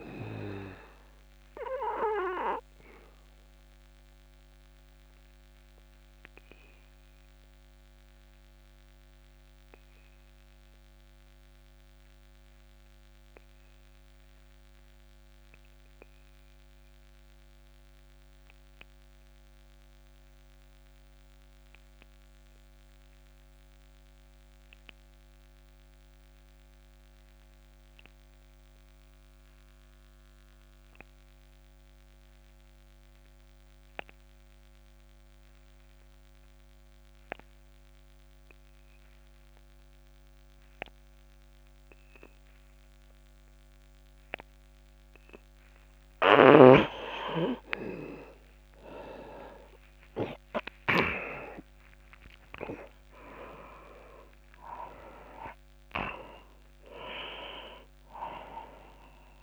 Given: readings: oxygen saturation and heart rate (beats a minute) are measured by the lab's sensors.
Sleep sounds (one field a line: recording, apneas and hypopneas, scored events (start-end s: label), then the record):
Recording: breathing in sleep by a microphone on the trachea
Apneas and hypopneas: 1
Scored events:
0.00-19.50 s: oxygen desaturation (device-marked, oxygen 88% lowest, heart rate 27 extreme)
2.00-45.00 s: obstructive apnea (oxygen 99% before, 82% lowest)
38.50-59.43 s: oxygen desaturation (device-marked, oxygen 99% before, 82% lowest)
46.00-51.00 s: snoring (device-marked)
50.50-54.50 s: arousal
From the record:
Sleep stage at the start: N2 (light sleep)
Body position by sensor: on the back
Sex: male